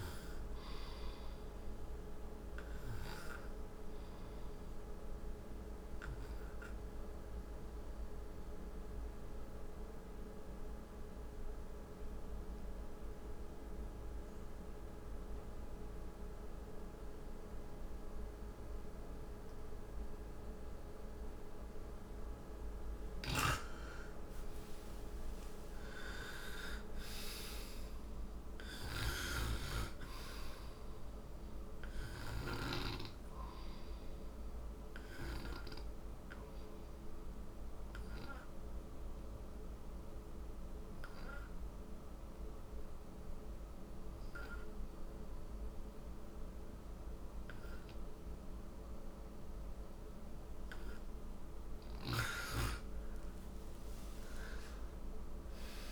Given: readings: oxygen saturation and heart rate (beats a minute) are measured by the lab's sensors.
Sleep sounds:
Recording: breathing in sleep by a room microphone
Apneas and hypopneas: 2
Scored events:
0.00-15.50 s: oxygen desaturation (device-marked, oxygen 93% lowest, heart rate 55 extreme)
5.00-22.00 s: obstructive apnea (oxygen 99% before, 90% lowest, heart rate 65 before, 58 extreme, up 22 after)
23.50-28.00 s: arousal
26.50-47.50 s: oxygen desaturation (device-marked, oxygen 97% before, 90% lowest, heart rate 64 before, 53 extreme)
28.50-32.50 s: snoring (device-marked)
36.50-51.50 s: obstructive apnea (oxygen 97% before, 90% lowest, heart rate 69 before, 53 extreme, up 12 after)
53.00-55.92 s: arousal
From the record:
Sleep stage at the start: N2 (light sleep)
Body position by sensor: on the right side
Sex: male

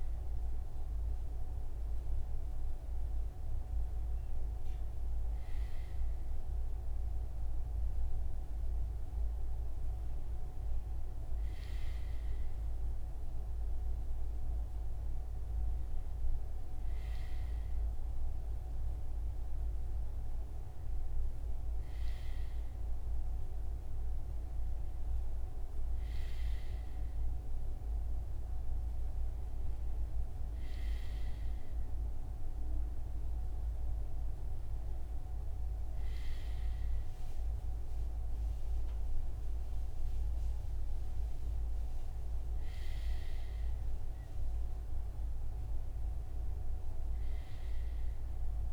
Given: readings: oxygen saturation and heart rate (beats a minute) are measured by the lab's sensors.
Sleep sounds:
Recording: breathing in sleep, hard to hear, by a room microphone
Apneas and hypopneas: none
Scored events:
none scored
From the record:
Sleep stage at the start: REM sleep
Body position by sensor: on the front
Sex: male

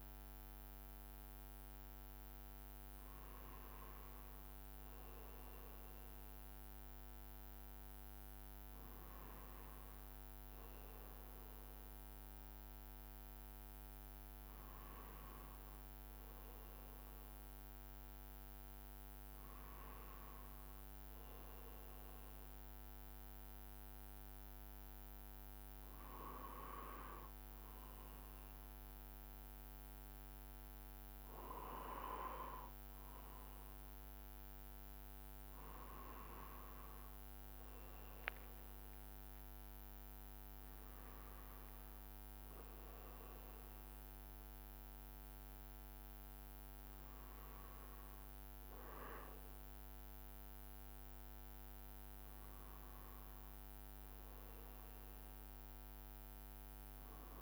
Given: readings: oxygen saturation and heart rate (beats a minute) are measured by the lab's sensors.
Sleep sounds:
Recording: breathing in sleep by a microphone on the trachea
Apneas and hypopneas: none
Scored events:
36.00-41.00 s: arousal
45.50-57.42 s: new sleep stage, N2 (light sleep)
From the record:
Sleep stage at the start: N1 (lightest sleep)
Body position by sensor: on the right side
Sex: male

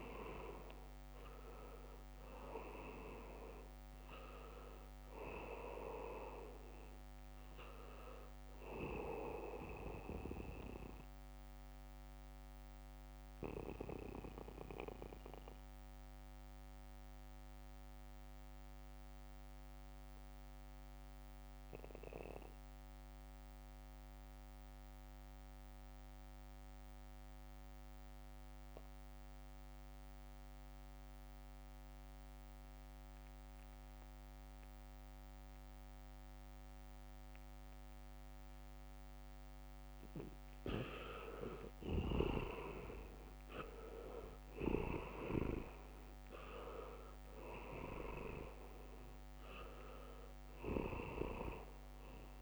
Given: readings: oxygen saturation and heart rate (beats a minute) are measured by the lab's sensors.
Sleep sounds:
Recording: breathing in sleep by a microphone on the trachea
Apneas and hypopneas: 1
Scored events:
0.00-3.00 s: arousal
0.00-26.50 s: oxygen desaturation (device-marked, oxygen 81% lowest, heart rate 63 extreme)
11.00-40.50 s: mixed apnea (oxygen 99% before, 81% lowest, heart rate 67 before, 63 extreme, up 3 after)
32.50-52.42 s: oxygen desaturation (device-marked, oxygen 99% before, 81% lowest, heart rate 72 before, 63 extreme)
37.50-38.50 s: leg movement (device-marked)
40.50-45.50 s: leg movement (device-marked)
42.50-46.50 s: arousal
46.00-52.42 s: leg movement (device-marked)
From the record:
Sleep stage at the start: N2 (light sleep)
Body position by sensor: on the back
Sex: male

